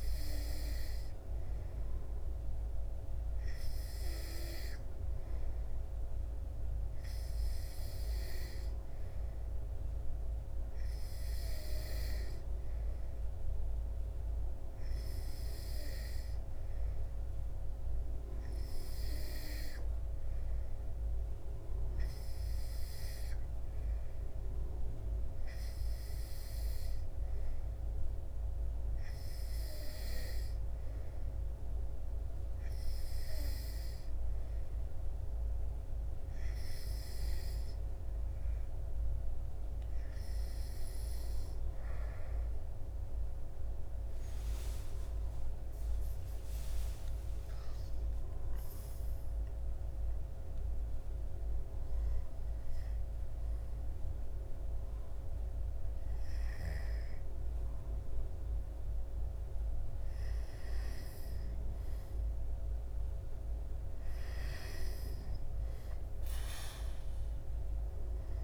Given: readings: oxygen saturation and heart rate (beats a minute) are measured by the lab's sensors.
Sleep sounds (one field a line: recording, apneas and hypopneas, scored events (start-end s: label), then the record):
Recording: breathing in sleep, hard to hear, by a room microphone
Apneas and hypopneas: none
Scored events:
43.50-47.50 s: arousal
From the record:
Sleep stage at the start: N2 (light sleep)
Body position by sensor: on the back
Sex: male